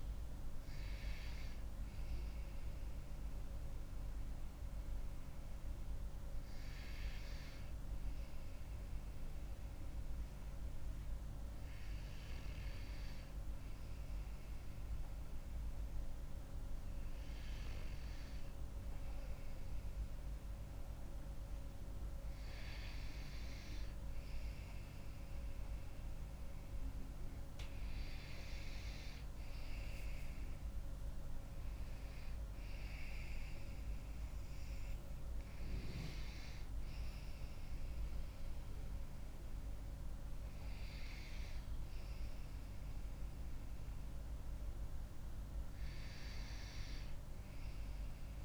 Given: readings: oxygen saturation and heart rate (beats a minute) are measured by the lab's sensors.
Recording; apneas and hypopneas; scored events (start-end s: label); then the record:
breathing in sleep, hard to hear, by a room microphone; 1
6.50-22.00 s: hypopnea (oxygen 94% before, 93% lowest)
30.50-34.00 s: arousal
From the record:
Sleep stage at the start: N2 (light sleep); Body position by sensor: on the back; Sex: female